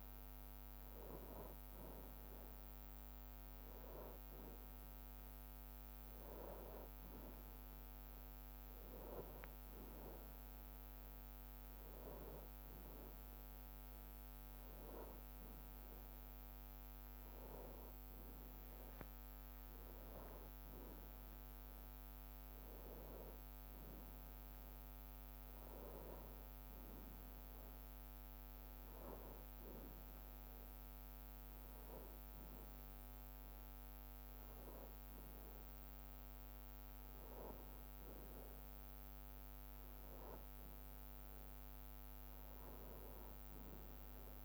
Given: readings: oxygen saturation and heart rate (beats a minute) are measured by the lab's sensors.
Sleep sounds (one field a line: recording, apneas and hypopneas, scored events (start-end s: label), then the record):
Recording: breathing in sleep by a microphone on the trachea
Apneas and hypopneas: none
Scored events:
42.50-44.45 s: bradycardia (device-marked, heart rate 62 before, 56 extreme)
From the record:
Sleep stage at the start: N2 (light sleep)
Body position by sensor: on the back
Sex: male